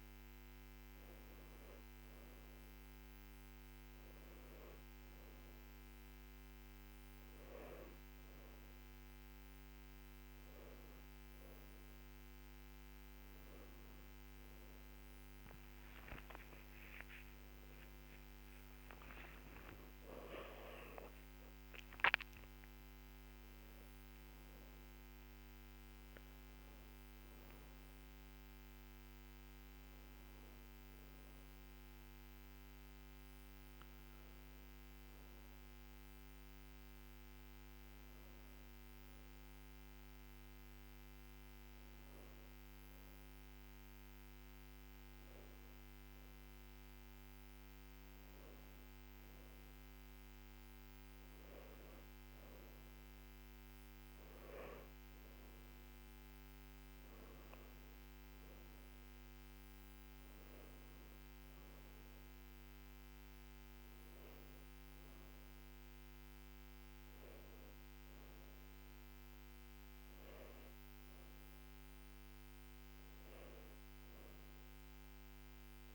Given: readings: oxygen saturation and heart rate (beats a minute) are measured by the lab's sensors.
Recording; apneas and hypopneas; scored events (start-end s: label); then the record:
breathing in sleep, hard to hear, by a microphone on the trachea; none
16.50-21.50 s: arousal
From the record:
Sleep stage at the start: N2 (light sleep); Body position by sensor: on the left side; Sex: female